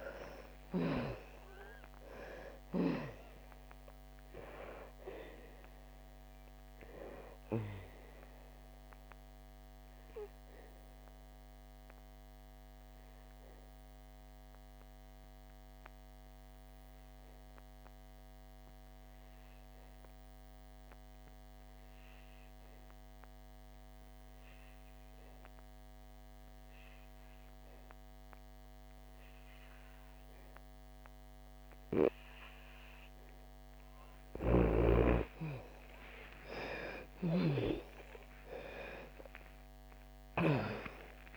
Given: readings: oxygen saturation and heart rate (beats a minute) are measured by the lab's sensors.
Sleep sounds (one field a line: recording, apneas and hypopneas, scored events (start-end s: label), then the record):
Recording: a person partly awake in a sleep study, by a microphone on the trachea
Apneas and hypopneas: 1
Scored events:
0.00-22.00 s: oxygen desaturation (device-marked, oxygen 83% lowest, heart rate 59 extreme)
9.00-34.00 s: obstructive apnea (oxygen 99% before, 82% lowest, heart rate 76 before, 59 extreme, up 13 after)
29.00-41.37 s: new sleep stage, awake
32.00-41.37 s: oxygen desaturation (device-marked, oxygen 99% before, 82% lowest, heart rate 63 before, 65 extreme)
34.00-40.50 s: snoring (device-marked)
From the record:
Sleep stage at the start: N2 (light sleep)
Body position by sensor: on the back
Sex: female